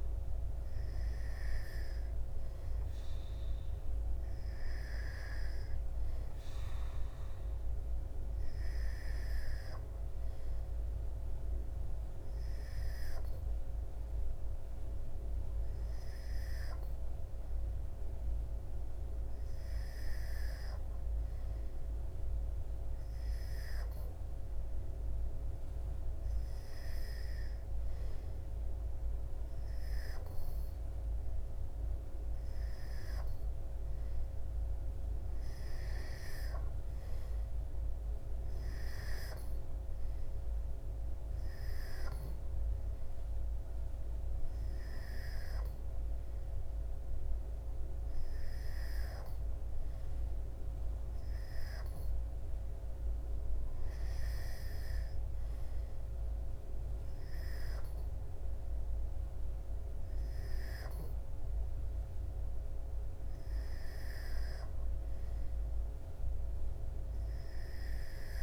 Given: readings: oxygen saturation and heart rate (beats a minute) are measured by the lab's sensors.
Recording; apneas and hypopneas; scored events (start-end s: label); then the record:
breathing in sleep, hard to hear, by a room microphone; none
none scored
From the record:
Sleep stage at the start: N2 (light sleep); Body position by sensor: on the back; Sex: male